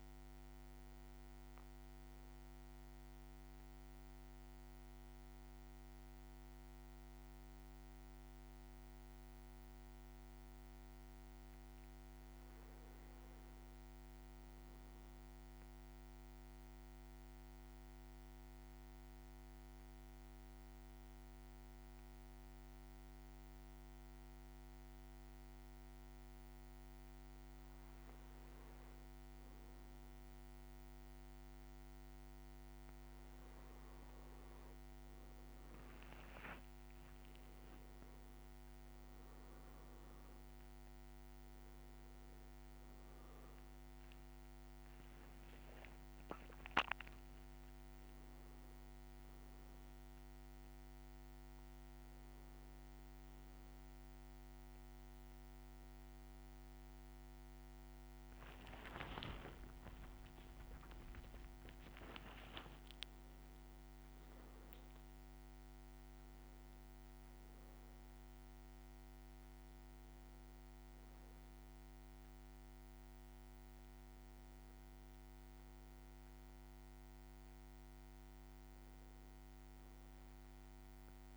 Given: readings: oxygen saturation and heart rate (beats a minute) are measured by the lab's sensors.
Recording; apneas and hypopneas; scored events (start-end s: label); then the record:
a person partly awake in a sleep study, hard to hear, by a microphone on the trachea; 1
10.50-13.00 s: leg movement (device-marked)
14.50-26.50 s: central apnea (oxygen 99% before, 95% lowest, heart rate 57 before, 55 extreme, up 3 after)
33.50-55.50 s: oxygen desaturation (device-marked, oxygen 98% before, 95% lowest, heart rate 57 before, 57 extreme)
34.50-37.50 s: leg movement (device-marked)
34.50-64.50 s: new sleep stage, awake
64.50-81.37 s: new sleep stage, N2 (light sleep)
From the record:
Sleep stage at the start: N1 (lightest sleep); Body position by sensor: on the back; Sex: male